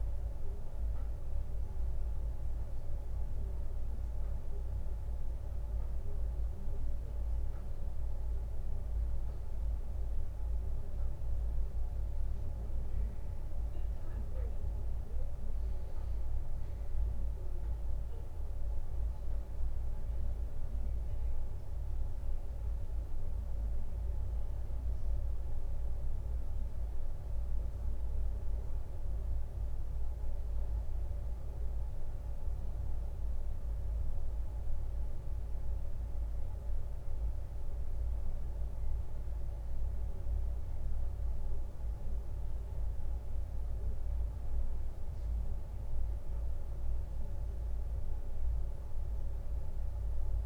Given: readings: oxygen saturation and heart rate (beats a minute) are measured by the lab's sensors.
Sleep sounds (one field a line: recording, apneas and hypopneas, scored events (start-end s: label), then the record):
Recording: breathing in sleep, hard to hear, by a room microphone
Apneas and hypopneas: none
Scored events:
none scored
From the record:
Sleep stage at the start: N2 (light sleep)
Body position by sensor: on the right side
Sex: male